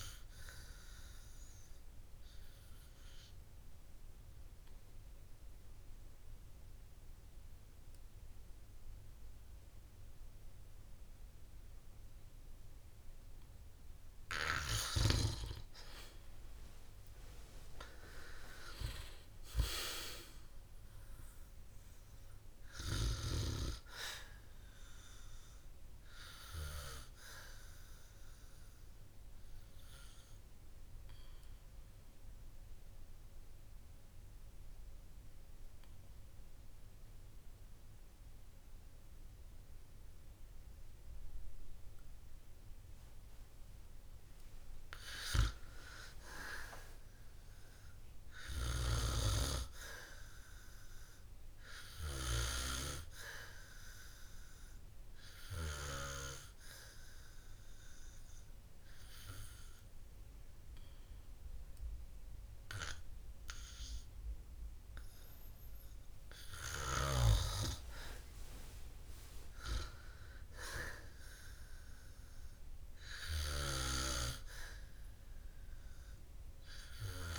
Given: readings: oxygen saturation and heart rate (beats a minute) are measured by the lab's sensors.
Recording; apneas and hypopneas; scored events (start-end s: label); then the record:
breathing in sleep by a room microphone; 3
1.00-14.50 s: obstructive apnea (oxygen 98% before, 94% lowest, heart rate 60 before, 52 extreme, up 9 after)
17.50-21.50 s: arousal
31.50-43.50 s: obstructive apnea (oxygen 96% before, 94% lowest, heart rate 63 before, 52 extreme, up 10 after)
45.50-49.00 s: arousal
52.00-65.50 s: obstructive apnea (oxygen 96% before, 94% lowest, heart rate 55 before, 54 extreme, up 8 after)
68.00-71.50 s: arousal
From the record:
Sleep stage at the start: N2 (light sleep); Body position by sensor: on the back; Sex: male